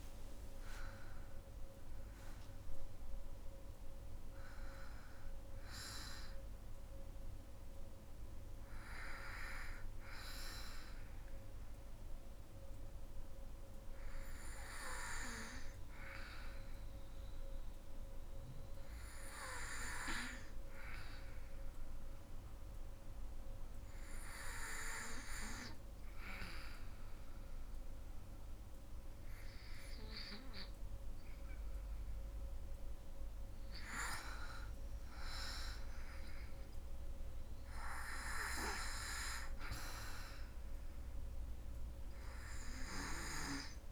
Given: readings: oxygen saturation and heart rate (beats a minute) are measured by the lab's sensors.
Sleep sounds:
breathing in sleep by a room microphone; 1
0.00-3.00 s: arousal
14.00-31.00 s: hypopnea (oxygen 97% before, 91% lowest, heart rate 70 before, 63 extreme)
28.00-43.92 s: oxygen desaturation (device-marked, oxygen 97% before, 91% lowest, heart rate 66 before, 63 extreme)
From the record:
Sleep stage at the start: N2 (light sleep); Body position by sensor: on the back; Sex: female

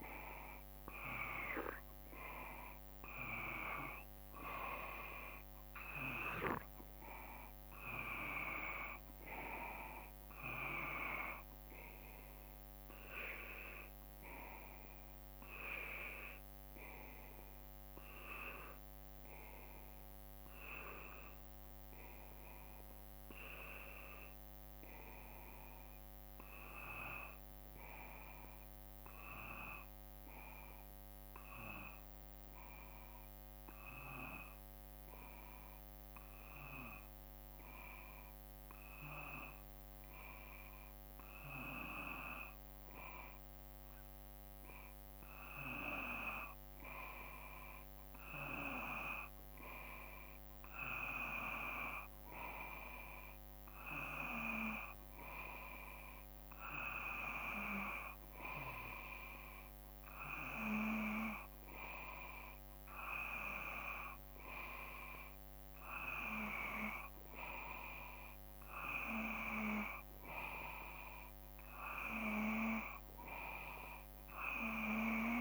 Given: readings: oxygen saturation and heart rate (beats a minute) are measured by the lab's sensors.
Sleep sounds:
breathing in sleep by a microphone on the trachea; 1
0.00-2.50 s: arousal
0.00-3.50 s: oxygen desaturation (device-marked, oxygen 92% lowest, heart rate 54 extreme)
31.00-46.50 s: hypopnea (oxygen 94% before, 92% lowest, heart rate 55 before, 53 extreme, up 5 after)
48.50-53.00 s: arousal
48.50-66.50 s: oxygen desaturation (device-marked, oxygen 95% before, 92% lowest, heart rate 54 before, 55 extreme)
From the record:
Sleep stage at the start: N2 (light sleep); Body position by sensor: on the back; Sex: male

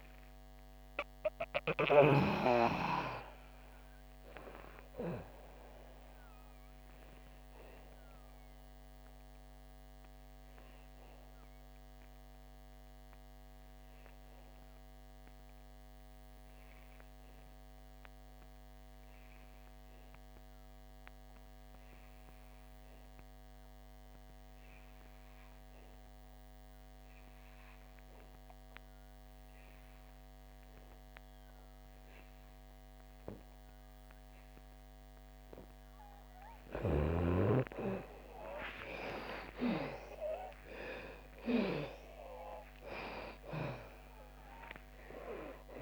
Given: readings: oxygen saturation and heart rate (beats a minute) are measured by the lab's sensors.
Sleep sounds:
breathing in sleep by a microphone on the trachea; 1
0.00-26.00 s: oxygen desaturation (device-marked, oxygen 80% lowest, heart rate 56 extreme)
5.50-35.50 s: obstructive apnea (oxygen 98% before, 77% lowest, heart rate 74 before, 56 extreme, up 23 after)
31.00-45.82 s: oxygen desaturation (device-marked, oxygen 97% before, 77% lowest, heart rate 61 before, 58 extreme)
38.50-42.50 s: arousal
From the record:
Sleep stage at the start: N2 (light sleep); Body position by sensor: on the back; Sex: female

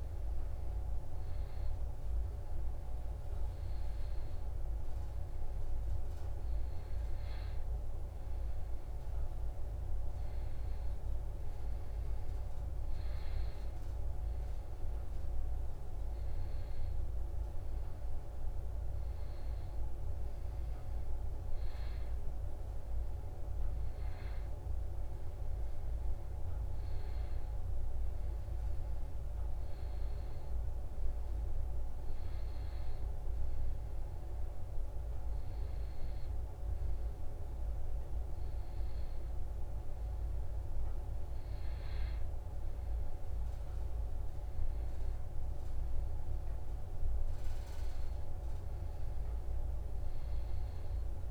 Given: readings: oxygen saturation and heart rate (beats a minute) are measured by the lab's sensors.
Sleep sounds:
breathing in sleep, hard to hear, by a room microphone; none
none scored
From the record:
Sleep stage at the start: N1 (lightest sleep); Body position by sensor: on the back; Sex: male

